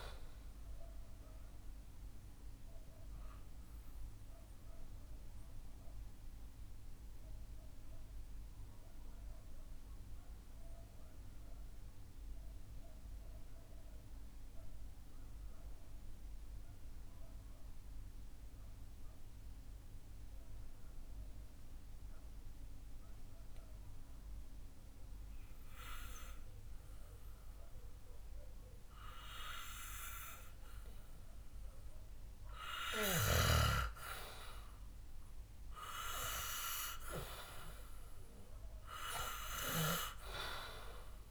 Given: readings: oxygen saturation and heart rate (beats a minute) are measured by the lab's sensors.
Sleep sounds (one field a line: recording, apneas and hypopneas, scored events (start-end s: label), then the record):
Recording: breathing in sleep by a room microphone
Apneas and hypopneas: 1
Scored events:
0.00-17.50 s: oxygen desaturation (device-marked, oxygen 89% lowest, heart rate 58 extreme)
3.00-31.00 s: mixed apnea (oxygen 98% before, 89% lowest, heart rate 64 before, 58 extreme, up 4 after)
35.00-38.50 s: arousal
35.50-41.31 s: oxygen desaturation (device-marked, oxygen 98% before, 92% lowest, heart rate 63 before, 61 extreme)
From the record:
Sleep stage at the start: N2 (light sleep)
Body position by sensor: on the back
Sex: male